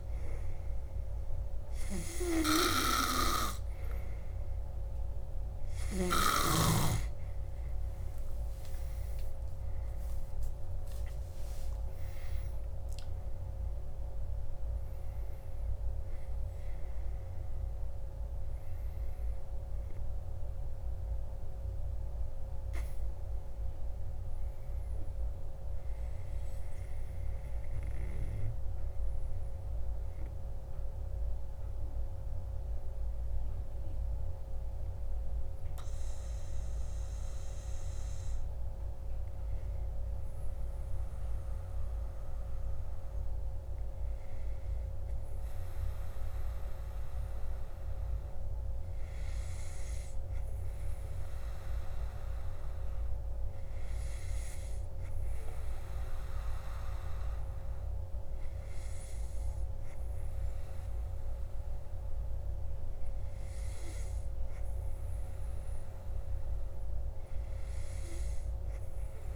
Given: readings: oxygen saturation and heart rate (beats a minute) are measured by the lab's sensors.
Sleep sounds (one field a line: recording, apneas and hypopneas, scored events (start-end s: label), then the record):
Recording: breathing in sleep, hard to hear, by a room microphone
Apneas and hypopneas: 1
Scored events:
9.50-14.50 s: arousal
17.50-24.50 s: oxygen desaturation (device-marked, oxygen 95% before, 92% lowest, heart rate 65 before, 55 extreme)
31.00-46.00 s: hypopnea (oxygen 95% before, 95% lowest, heart rate 63 before, 55 extreme, up 3 after)
48.00-51.00 s: arousal
From the record:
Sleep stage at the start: N2 (light sleep)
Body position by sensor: on the back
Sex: male